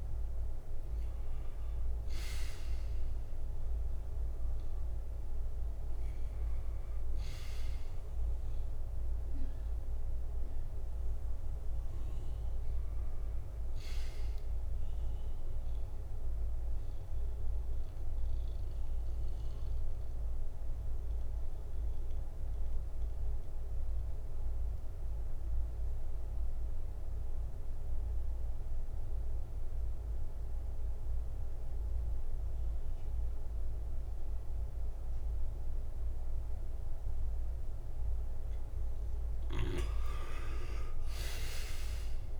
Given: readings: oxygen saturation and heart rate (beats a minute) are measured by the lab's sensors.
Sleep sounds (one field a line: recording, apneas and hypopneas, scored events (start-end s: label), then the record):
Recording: breathing in sleep by a room microphone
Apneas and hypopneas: 1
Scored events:
0.00-5.50 s: oxygen desaturation (device-marked, oxygen 82% lowest, heart rate 56 extreme)
15.50-37.50 s: mixed apnea (oxygen 98% before, 87% lowest, heart rate 64 before, 56 extreme, up 6 after)
39.50-42.40 s: arousal
39.50-42.40 s: oxygen desaturation (device-marked, oxygen 97% before, 87% lowest, heart rate 59 before, 56 extreme)
From the record:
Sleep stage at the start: N1 (lightest sleep)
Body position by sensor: on the back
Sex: male